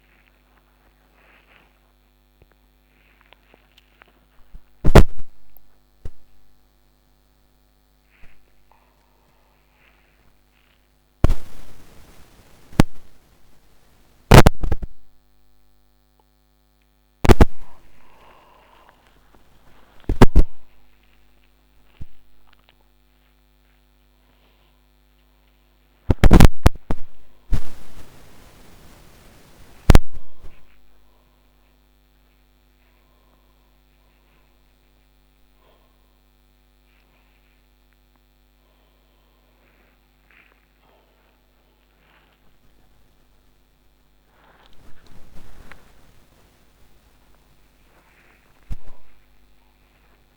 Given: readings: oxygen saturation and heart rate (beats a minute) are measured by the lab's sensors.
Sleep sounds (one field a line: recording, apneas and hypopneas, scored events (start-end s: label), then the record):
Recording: a person awake in a sleep study, by a microphone on the trachea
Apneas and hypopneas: none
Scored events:
none scored
From the record:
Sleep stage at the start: awake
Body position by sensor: upright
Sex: male